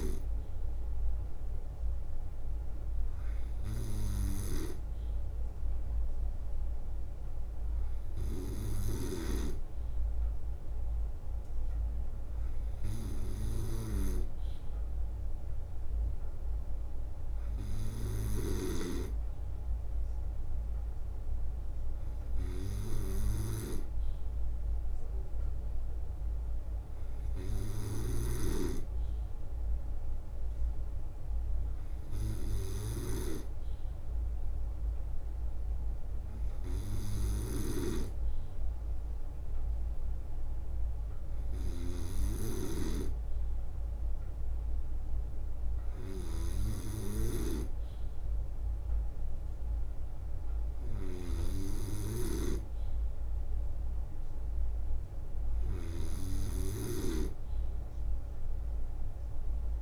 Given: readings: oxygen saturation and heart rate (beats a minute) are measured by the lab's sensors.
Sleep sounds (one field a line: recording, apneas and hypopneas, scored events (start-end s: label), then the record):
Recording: breathing in sleep by a room microphone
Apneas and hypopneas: none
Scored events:
0.00-9.00 s: snoring (device-marked)
11.50-21.50 s: leg movement (device-marked)
18.00-59.82 s: snoring (device-marked)
40.00-42.00 s: leg movement (device-marked)
43.00-49.50 s: leg movement (device-marked)
50.50-53.00 s: leg movement (device-marked)
From the record:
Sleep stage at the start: N2 (light sleep)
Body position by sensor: on the right side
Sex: male